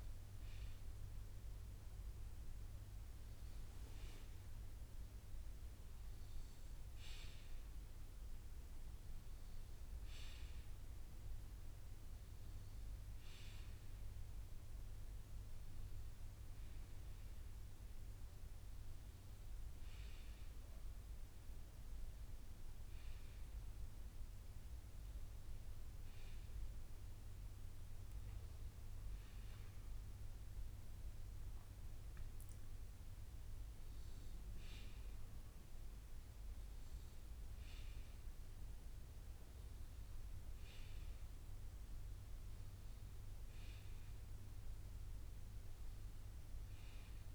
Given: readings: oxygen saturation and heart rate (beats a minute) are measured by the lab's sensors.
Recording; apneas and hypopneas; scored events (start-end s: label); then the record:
breathing in sleep, hard to hear, by a room microphone; none
26.50-31.00 s: arousal
From the record:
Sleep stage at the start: N1 (lightest sleep); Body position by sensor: on the left side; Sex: male